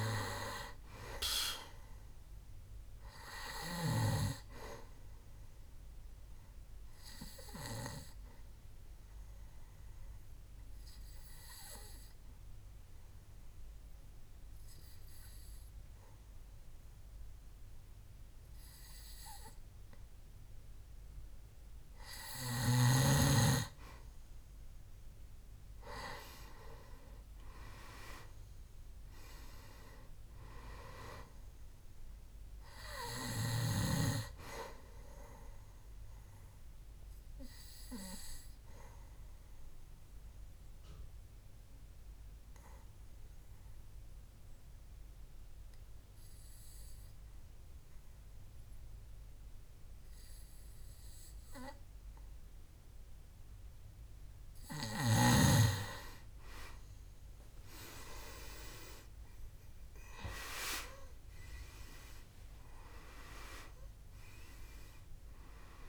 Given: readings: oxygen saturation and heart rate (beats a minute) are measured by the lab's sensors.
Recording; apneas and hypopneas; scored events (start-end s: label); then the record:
breathing in sleep by a room microphone; 2
2.00-20.00 s: oxygen desaturation (device-marked, oxygen 99% before, 92% lowest, heart rate 68 before, 63 extreme)
7.50-22.50 s: obstructive apnea (oxygen 99% before, 89% lowest, heart rate 69 before, 64 extreme, up 6 after)
25.50-29.00 s: arousal
34.00-53.00 s: oxygen desaturation (device-marked, oxygen 98% before, 93% lowest, heart rate 67 before, 65 extreme)
37.00-55.50 s: obstructive apnea (oxygen 98% before, 89% lowest, heart rate 68 before, 63 extreme, up 6 after)
57.50-62.00 s: arousal
62.00-65.89 s: oxygen desaturation (device-marked, oxygen 98% before, 89% lowest, heart rate 68 before, 58 extreme)
From the record:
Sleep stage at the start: N2 (light sleep); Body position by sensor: on the back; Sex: male